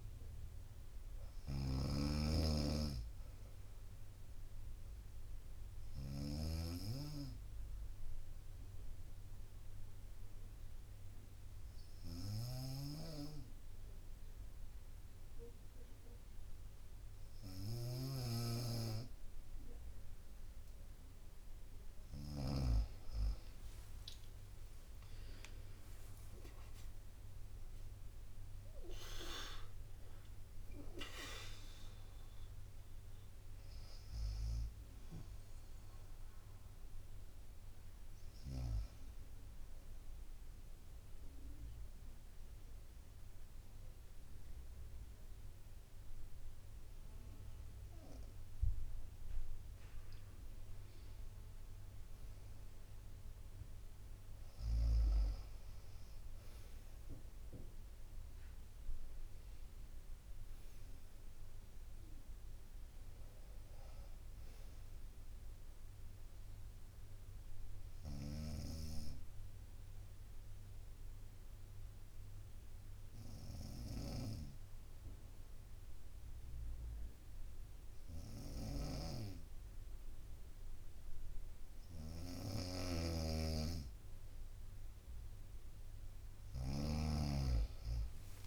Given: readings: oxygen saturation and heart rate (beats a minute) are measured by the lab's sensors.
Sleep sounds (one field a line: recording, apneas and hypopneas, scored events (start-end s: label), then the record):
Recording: breathing in sleep by a room microphone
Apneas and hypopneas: 3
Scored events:
0.00-1.00 s: drop in pulse transit time (device-marked, heart rate 62 extreme)
0.00-6.00 s: snoring (device-marked)
2.00-15.00 s: oxygen desaturation (device-marked, oxygen 95% before, 92% lowest, heart rate 65 before, 58 extreme)
5.50-20.50 s: obstructive apnea (oxygen 96% before, 92% lowest, heart rate 65 before, 57 extreme, up 29 after)
6.00-10.00 s: bradycardia (device-marked, heart rate 69 before, 59 extreme)
12.00-22.50 s: snoring (device-marked)
23.50-27.00 s: arousal
24.50-26.50 s: long interval between heartbeats (device-marked, heart rate 61 before, 80 extreme)
25.00-38.00 s: drop in pulse transit time (device-marked, heart rate 62 before, 65 extreme)
37.00-41.00 s: bradycardia (device-marked, heart rate 69 before, 59 extreme)
39.50-50.00 s: obstructive apnea (oxygen 96% before, 94% lowest, heart rate 72 before, 57 extreme, up 7 after)
52.00-56.50 s: arousal
64.00-71.00 s: bradycardia (device-marked, heart rate 68 before, 57 extreme)
67.50-84.00 s: obstructive apnea (oxygen 98% before, 93% lowest, heart rate 62 before, 57 extreme, up 43 after)
68.00-87.00 s: snoring (device-marked)
87.00-88.47 s: tachycardia (device-marked, heart rate 67 before, 105 extreme)
From the record:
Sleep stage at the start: N2 (light sleep)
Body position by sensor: on the right side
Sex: female